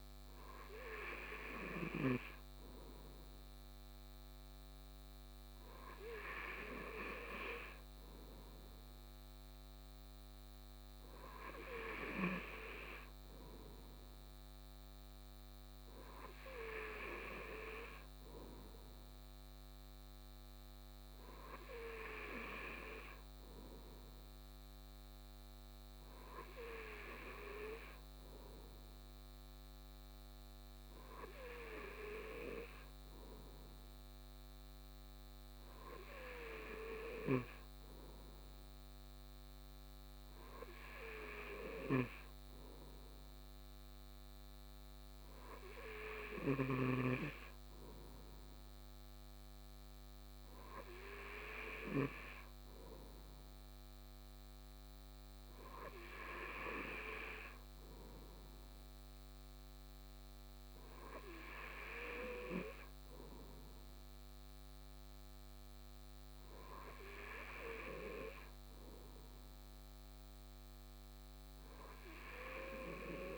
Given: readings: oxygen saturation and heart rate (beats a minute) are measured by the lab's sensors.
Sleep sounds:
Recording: breathing in sleep by a microphone on the trachea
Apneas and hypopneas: none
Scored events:
none scored
From the record:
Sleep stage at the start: N2 (light sleep)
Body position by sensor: on the right side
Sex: male

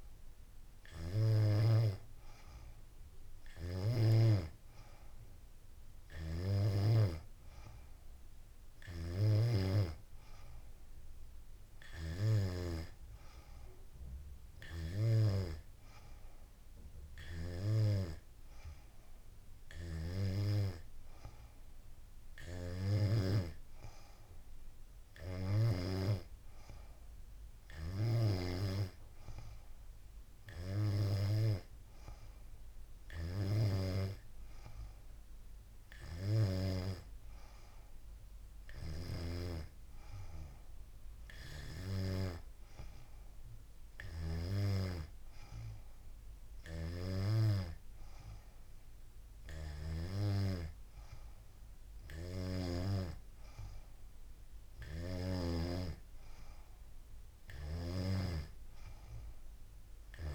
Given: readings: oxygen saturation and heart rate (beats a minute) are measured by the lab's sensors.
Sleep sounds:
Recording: breathing in sleep by a room microphone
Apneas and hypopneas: none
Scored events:
none scored
From the record:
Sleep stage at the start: N3 (deep sleep)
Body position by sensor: on the back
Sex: female

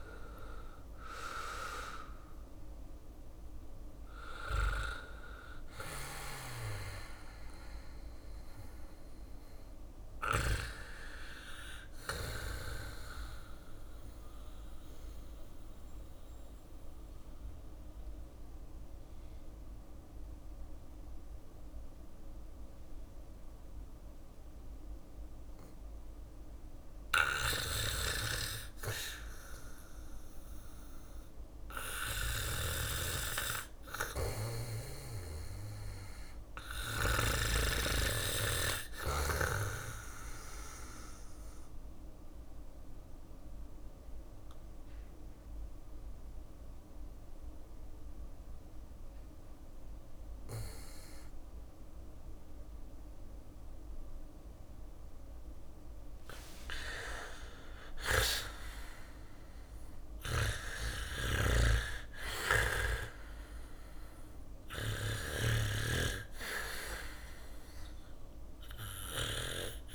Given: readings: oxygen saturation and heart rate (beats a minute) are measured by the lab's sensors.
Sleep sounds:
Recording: breathing in sleep by a room microphone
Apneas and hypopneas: 2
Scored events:
0.00-1.50 s: oxygen desaturation (device-marked, oxygen 90% lowest, heart rate 61 extreme)
0.00-4.50 s: drop in pulse transit time (device-marked, heart rate 65 extreme)
3.50-15.50 s: oxygen desaturation (device-marked, oxygen 95% before, 87% lowest, heart rate 67 before, 58 extreme)
13.00-27.50 s: mixed apnea (oxygen 100% before, 89% lowest, heart rate 69 before, 56 extreme, up 0 after)
26.50-32.50 s: bradycardia (device-marked, heart rate 62 before, 58 extreme)
30.50-34.50 s: arousal
35.50-45.50 s: oxygen desaturation (device-marked, oxygen 100% before, 96% lowest, heart rate 61 before, 56 extreme)
40.50-54.50 s: obstructive apnea (oxygen 100% before, 93% lowest, heart rate 60 before, 56 extreme, up 5 after)
43.50-53.50 s: bradycardia (device-marked, heart rate 62 before, 56 extreme)
55.50-60.00 s: arousal
56.50-65.50 s: drop in pulse transit time (device-marked, heart rate 59 before, 59 extreme)
59.50-62.50 s: bradycardia (device-marked, heart rate 61 before, 61 extreme)
59.50-64.50 s: snoring (device-marked)
62.50-69.95 s: oxygen desaturation (device-marked, oxygen 97% before, 93% lowest, heart rate 59 before, 56 extreme)
From the record:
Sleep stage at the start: REM sleep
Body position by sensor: on the back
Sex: male

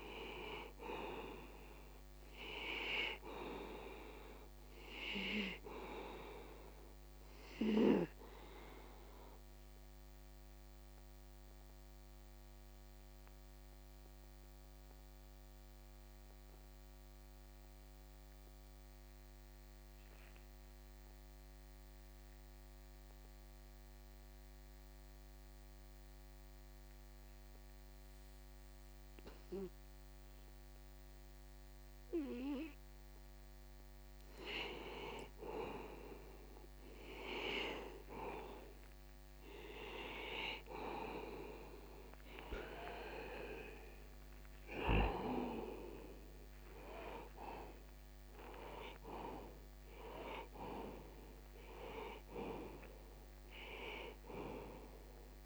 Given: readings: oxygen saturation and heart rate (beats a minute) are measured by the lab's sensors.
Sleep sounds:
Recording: breathing in sleep by a microphone on the trachea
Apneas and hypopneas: 1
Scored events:
0.00-25.50 s: oxygen desaturation (device-marked, oxygen 89% lowest)
9.50-34.50 s: obstructive apnea (oxygen 97% before, 85% lowest)
37.50-43.00 s: arousal
43.50-55.46 s: oxygen desaturation (device-marked, oxygen 96% before, 85% lowest)
From the record:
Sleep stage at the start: N2 (light sleep)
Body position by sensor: on the back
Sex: male

